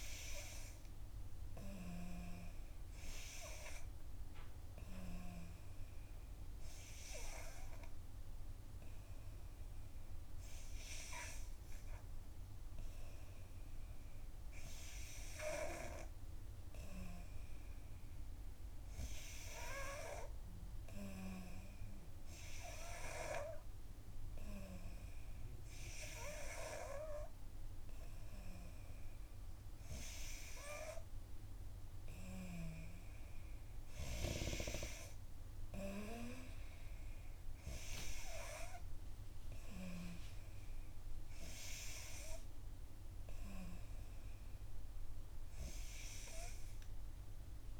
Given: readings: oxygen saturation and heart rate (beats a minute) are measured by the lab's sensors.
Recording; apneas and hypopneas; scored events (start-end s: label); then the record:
breathing in sleep by a room microphone; none
none scored
From the record:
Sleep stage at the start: N3 (deep sleep); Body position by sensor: on the back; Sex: female